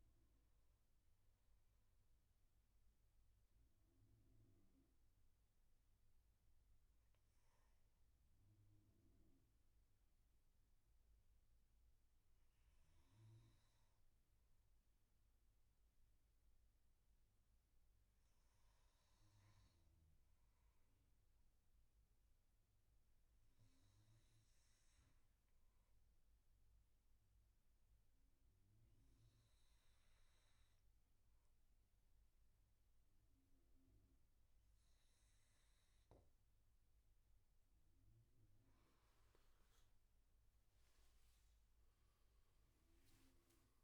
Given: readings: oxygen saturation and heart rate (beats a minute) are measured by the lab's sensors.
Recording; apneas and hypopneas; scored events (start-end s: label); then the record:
breathing in sleep, hard to hear, by a room microphone; 1
0.00-3.00 s: bradycardia (device-marked, heart rate 57 extreme)
3.50-36.50 s: obstructive apnea (oxygen 99% before, 91% lowest, heart rate 75 before, 60 extreme, up 16 after)
40.00-43.84 s: arousal
From the record:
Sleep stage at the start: N2 (light sleep); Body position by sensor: on the back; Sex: male